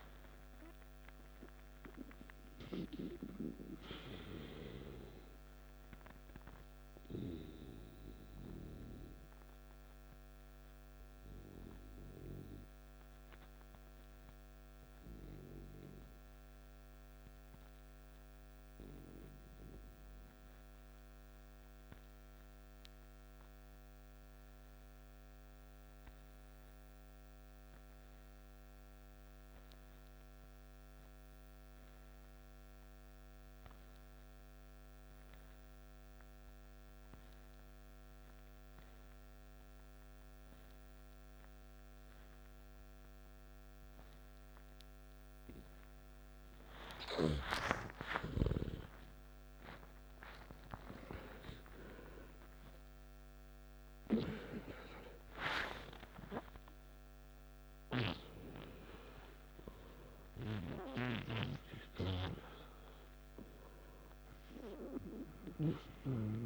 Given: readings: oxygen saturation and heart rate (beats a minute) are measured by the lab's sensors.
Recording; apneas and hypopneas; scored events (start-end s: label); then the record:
breathing in sleep by a microphone on the trachea; 1
0.00-15.50 s: oxygen desaturation (device-marked, oxygen 87% lowest, heart rate 55 extreme)
10.50-46.00 s: obstructive apnea (oxygen 94% before, 85% lowest, heart rate 63 before, 55 extreme, up 12 after)
33.50-66.46 s: oxygen desaturation (device-marked, oxygen 98% before, 85% lowest, heart rate 56 before, 53 extreme)
47.50-52.50 s: arousal
From the record:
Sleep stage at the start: N2 (light sleep); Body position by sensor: on the back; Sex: male